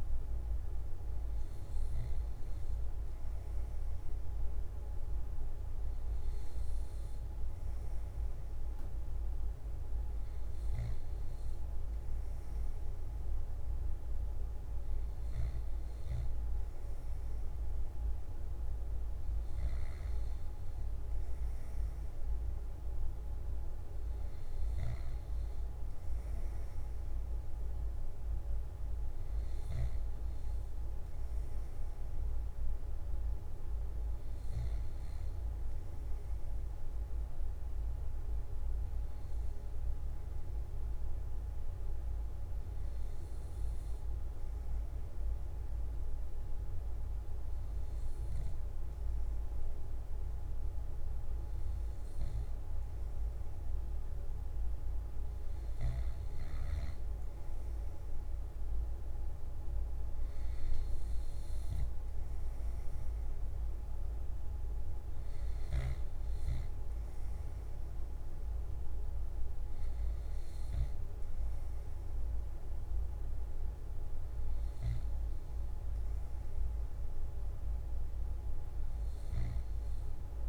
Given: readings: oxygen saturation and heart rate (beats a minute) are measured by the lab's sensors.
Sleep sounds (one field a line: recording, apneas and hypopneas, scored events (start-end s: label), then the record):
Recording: breathing in sleep, hard to hear, by a room microphone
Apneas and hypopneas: none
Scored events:
40.00-80.48 s: new sleep stage, N1 (lightest sleep)
From the record:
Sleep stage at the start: N3 (deep sleep)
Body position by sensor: on the left side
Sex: male